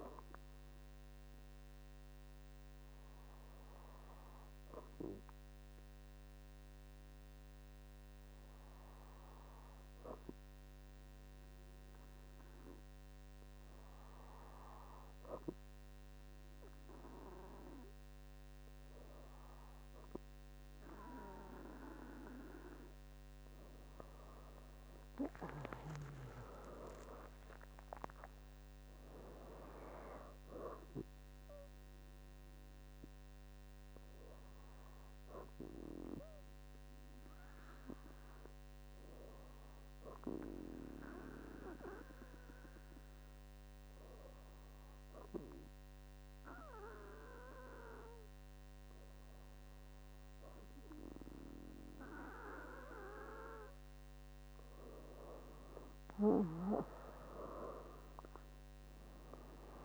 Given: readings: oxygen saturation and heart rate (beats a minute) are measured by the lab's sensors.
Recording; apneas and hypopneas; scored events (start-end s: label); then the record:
breathing in sleep by a microphone on the trachea; 2
0.50-19.00 s: hypopnea (oxygen 98% before, 96% lowest, heart rate 68 before, 59 extreme, up 25 after)
25.00-29.00 s: arousal
34.00-52.00 s: hypopnea (oxygen 98% before, 96% lowest, heart rate 76 before, 61 extreme, up 5 after)
54.00-57.50 s: arousal
From the record:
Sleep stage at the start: N2 (light sleep); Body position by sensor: on the back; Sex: female